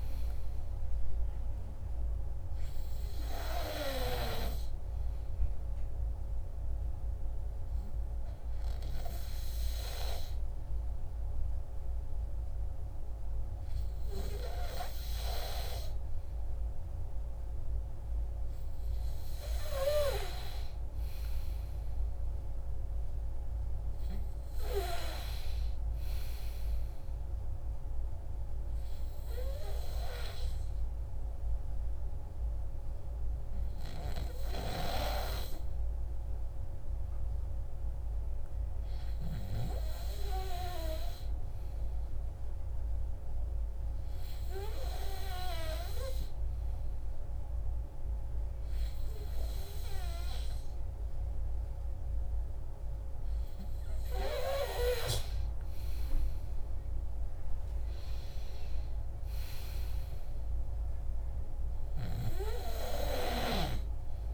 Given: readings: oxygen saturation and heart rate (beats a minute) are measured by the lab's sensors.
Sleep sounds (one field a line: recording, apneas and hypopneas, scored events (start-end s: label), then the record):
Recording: breathing in sleep by a room microphone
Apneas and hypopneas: 2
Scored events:
0.00-8.00 s: oxygen desaturation (device-marked, oxygen 93% lowest, heart rate 65 extreme)
4.50-17.00 s: obstructive apnea (oxygen 99% before, 94% lowest, heart rate 62 before, 65 extreme, up 2 after)
18.50-22.50 s: arousal
27.00-41.00 s: obstructive apnea (oxygen 96% before, 95% lowest, heart rate 69 before, 61 extreme, up 4 after)
43.00-46.50 s: arousal
From the record:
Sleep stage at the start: N2 (light sleep)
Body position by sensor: on the back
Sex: male